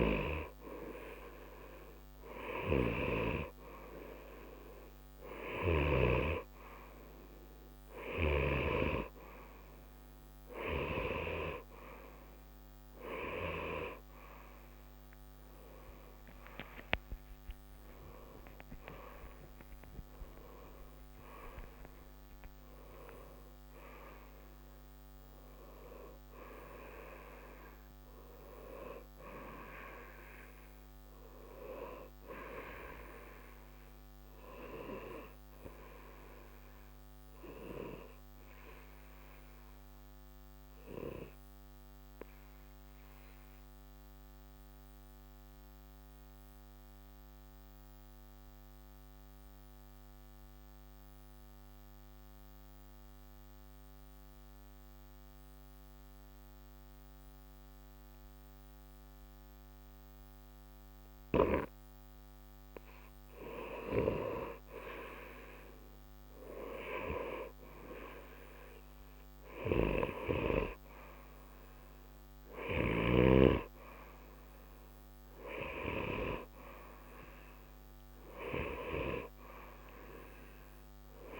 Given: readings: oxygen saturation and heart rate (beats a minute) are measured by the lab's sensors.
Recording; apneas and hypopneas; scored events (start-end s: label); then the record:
breathing in sleep by a microphone on the trachea; 1
0.00-1.00 s: arousal
15.50-46.50 s: oxygen desaturation (device-marked, oxygen 93% before, 90% lowest, heart rate 61 before, 60 extreme)
20.50-24.50 s: arousal
38.00-62.00 s: obstructive apnea (oxygen 93% before, 90% lowest, heart rate 61 before, 61 extreme, up 2 after)
63.50-67.50 s: arousal
68.50-81.40 s: oxygen desaturation (device-marked, oxygen 96% before, 90% lowest, heart rate 61 before, 61 extreme)
From the record:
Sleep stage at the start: N2 (light sleep); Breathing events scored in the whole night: 302 in 5.8 hours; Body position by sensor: on the right side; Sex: male